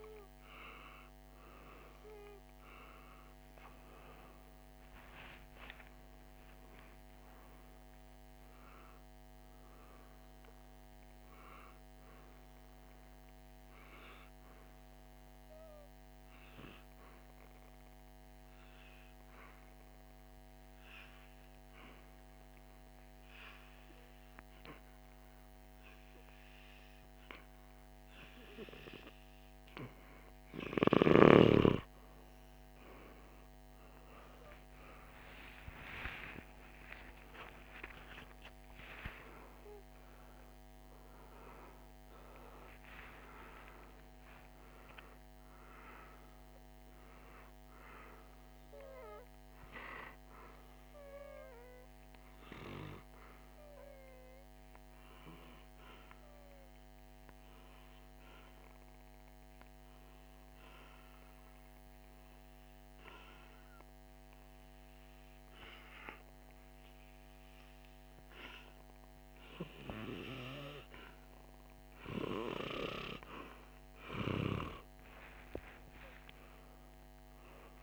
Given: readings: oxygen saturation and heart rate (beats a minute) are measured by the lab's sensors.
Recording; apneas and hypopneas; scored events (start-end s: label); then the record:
breathing in sleep by a microphone on the trachea; 2
17.50-30.50 s: hypopnea (oxygen 98% before, 93% lowest, heart rate 53 before, 48 extreme, up 45 after)
34.50-40.00 s: arousal
54.50-73.00 s: obstructive apnea (oxygen 98% before, 97% lowest, heart rate 67 before, 48 extreme, up 4 after)
75.00-77.83 s: arousal
From the record:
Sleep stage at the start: N2 (light sleep); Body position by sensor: on the back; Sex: male